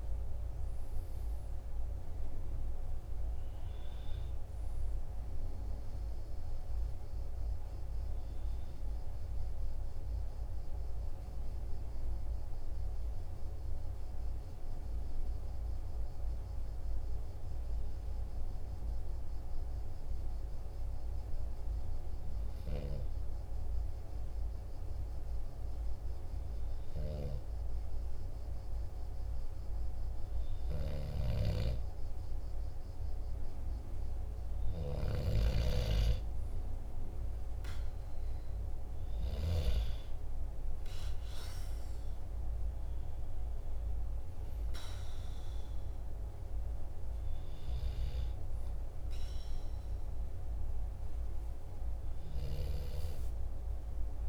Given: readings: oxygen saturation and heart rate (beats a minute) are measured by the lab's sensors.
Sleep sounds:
breathing in sleep by a room microphone; 1
14.50-33.00 s: obstructive apnea (oxygen 97% before, 94% lowest, heart rate 46 before, 44 extreme, up 1 after)
34.50-37.50 s: arousal
From the record:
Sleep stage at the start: N2 (light sleep); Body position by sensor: on the right side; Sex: male

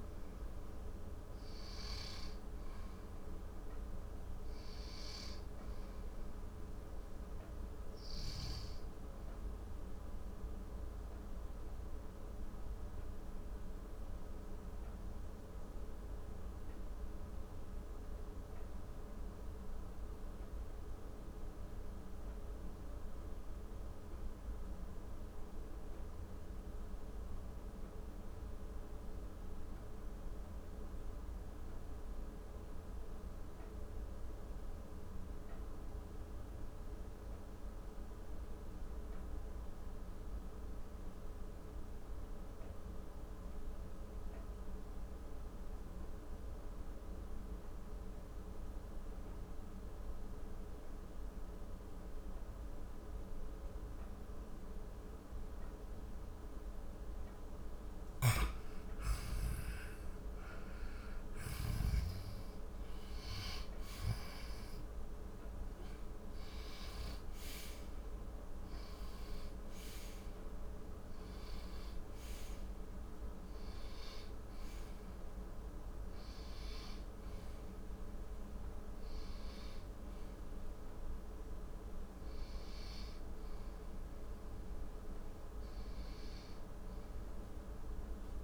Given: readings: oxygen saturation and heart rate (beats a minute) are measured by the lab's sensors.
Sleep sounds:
breathing in sleep, hard to hear, by a room microphone; 1
0.00-16.00 s: oxygen desaturation (device-marked, oxygen 90% lowest, heart rate 45 extreme)
10.00-58.50 s: mixed apnea (oxygen 97% before, 89% lowest, heart rate 64 before, 45 extreme, up 14 after)
57.00-88.44 s: oxygen desaturation (device-marked, oxygen 97% before, 89% lowest, heart rate 54 before, 52 extreme)
57.50-61.50 s: snoring (device-marked)
60.00-64.50 s: arousal
77.00-88.44 s: new sleep stage, N1 (lightest sleep)
From the record:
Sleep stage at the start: N2 (light sleep); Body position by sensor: on the back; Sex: male

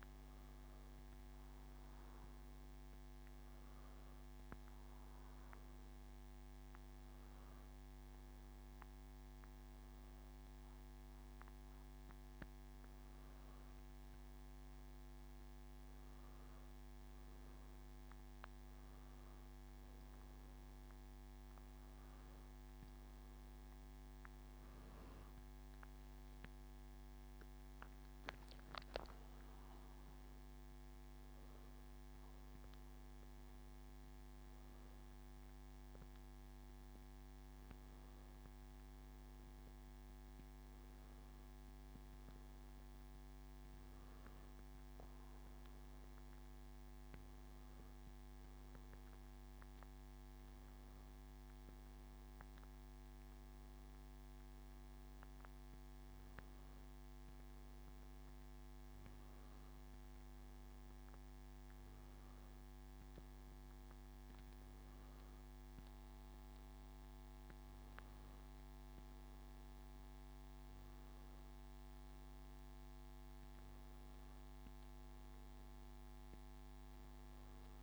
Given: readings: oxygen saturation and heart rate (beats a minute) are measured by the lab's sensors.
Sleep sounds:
breathing in sleep, hard to hear, by a microphone on the trachea; none
none scored
From the record:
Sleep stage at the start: N2 (light sleep); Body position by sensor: on the back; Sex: male

